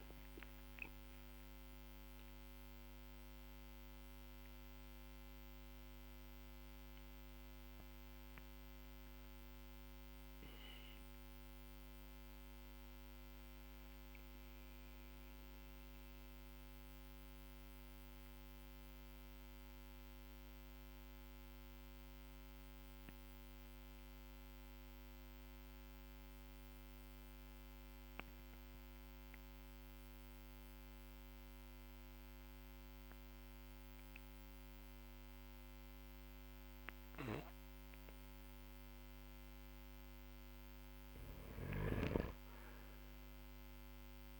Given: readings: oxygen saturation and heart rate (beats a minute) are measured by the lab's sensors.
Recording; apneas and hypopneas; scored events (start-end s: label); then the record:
breathing in sleep, hard to hear, by a microphone on the trachea; 1
0.00-24.50 s: oxygen desaturation (device-marked, oxygen 92% lowest, heart rate 46 extreme)
2.50-39.00 s: mixed apnea (oxygen 98% before, 92% lowest, heart rate 65 before, 44 extreme, up 8 after)
41.50-44.40 s: arousal
From the record:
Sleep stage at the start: N2 (light sleep); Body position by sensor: on the back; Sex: male